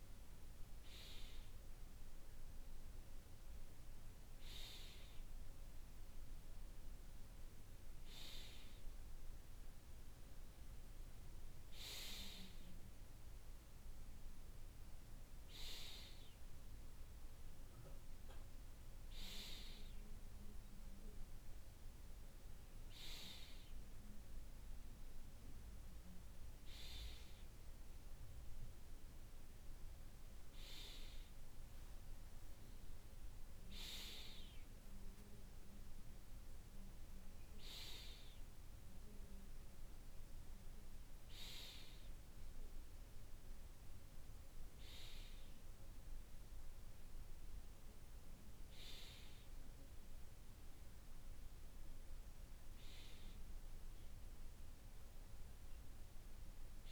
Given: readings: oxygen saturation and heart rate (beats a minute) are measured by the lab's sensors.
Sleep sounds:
breathing in sleep by a room microphone; none
none scored
From the record:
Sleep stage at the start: N2 (light sleep); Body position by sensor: on the right side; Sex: male

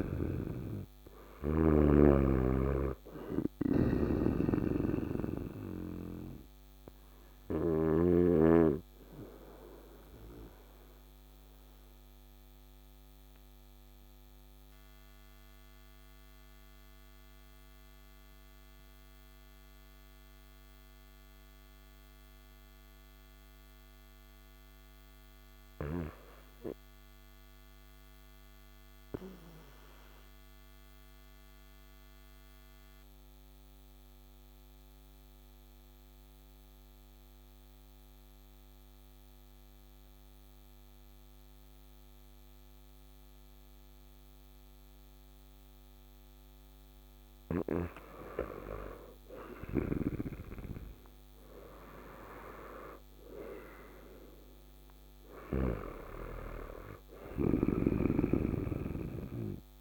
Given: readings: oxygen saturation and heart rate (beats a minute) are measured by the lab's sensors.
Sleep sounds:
breathing in sleep by a microphone on the trachea; 1
0.00-1.50 s: snoring (device-marked)
0.00-26.00 s: oxygen desaturation (device-marked, oxygen 81% lowest, heart rate 61 extreme)
3.50-7.50 s: snoring (device-marked)
6.00-45.50 s: obstructive apnea (oxygen 98% before, 81% lowest, heart rate 68 before, 61 extreme, up 8 after)
45.00-59.81 s: oxygen desaturation (device-marked, oxygen 99% before, 90% lowest, heart rate 62 before, 59 extreme)
47.50-52.50 s: arousal
From the record:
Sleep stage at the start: N2 (light sleep); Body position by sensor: on the right side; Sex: male

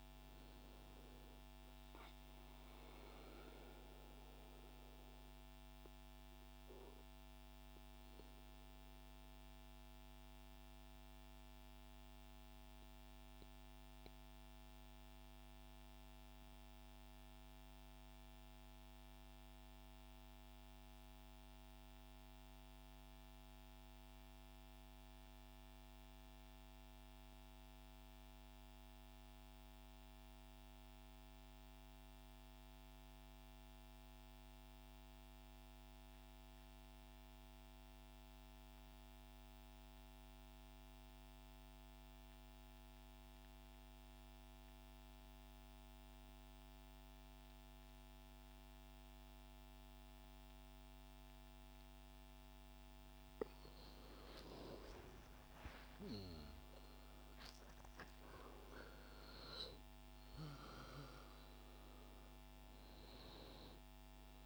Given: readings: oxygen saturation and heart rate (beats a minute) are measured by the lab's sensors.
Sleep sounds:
breathing in sleep, hard to hear, by a microphone on the trachea; 1
0.00-13.50 s: oxygen desaturation (device-marked, oxygen 92% lowest, heart rate 78 extreme)
5.50-53.50 s: mixed apnea (oxygen 98% before, 87% lowest, heart rate 142 before, 87 extreme, up 50 after)
39.50-64.46 s: oxygen desaturation (device-marked, oxygen 98% before, 87% lowest, heart rate 117 before, 68 extreme)
54.50-59.00 s: arousal
From the record:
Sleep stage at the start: N2 (light sleep); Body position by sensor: on the right side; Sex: male

